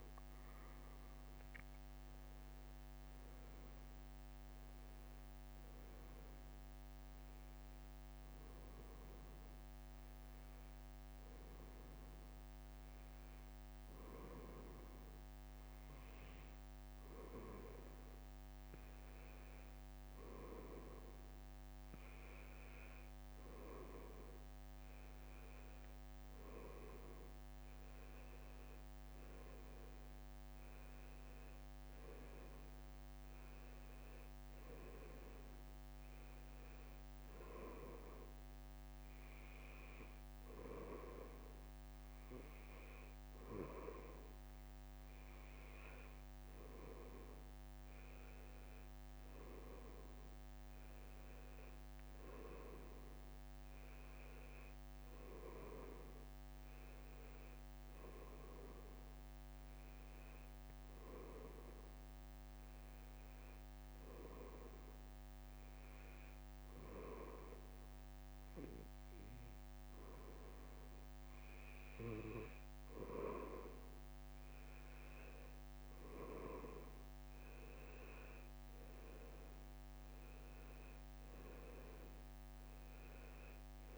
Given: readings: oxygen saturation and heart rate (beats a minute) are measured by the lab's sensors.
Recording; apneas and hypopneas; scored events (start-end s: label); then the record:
breathing in sleep by a microphone on the trachea; none
none scored
From the record:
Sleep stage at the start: N2 (light sleep); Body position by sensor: on the back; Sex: male